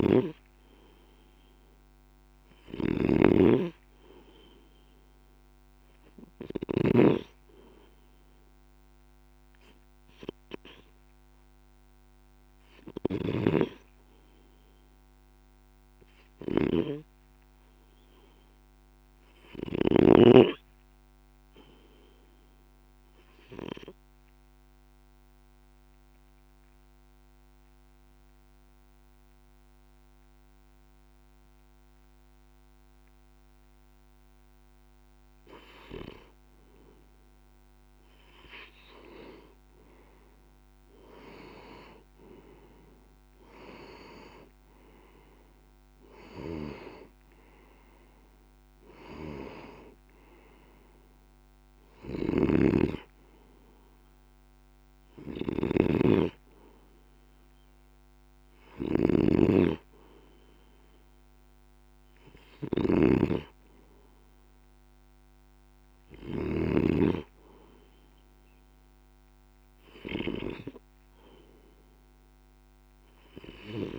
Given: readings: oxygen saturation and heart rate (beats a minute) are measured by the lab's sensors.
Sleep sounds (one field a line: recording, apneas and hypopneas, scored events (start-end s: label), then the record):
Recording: breathing in sleep by a microphone on the trachea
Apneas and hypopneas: 1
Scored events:
0.00-6.50 s: snoring (device-marked)
12.50-20.00 s: snoring (device-marked)
17.50-20.50 s: arousal
22.00-35.50 s: obstructive apnea (oxygen 96% before, 91% lowest, heart rate 50 before, 51 extreme, up 8 after)
37.50-40.00 s: arousal
51.50-66.50 s: snoring (device-marked)
70.00-73.99 s: oxygen desaturation (device-marked, oxygen 94% before, 91% lowest, heart rate 52 before, 52 extreme)
From the record:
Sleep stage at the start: N2 (light sleep)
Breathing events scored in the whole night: 237 in 4.0 hours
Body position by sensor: on the left side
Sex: male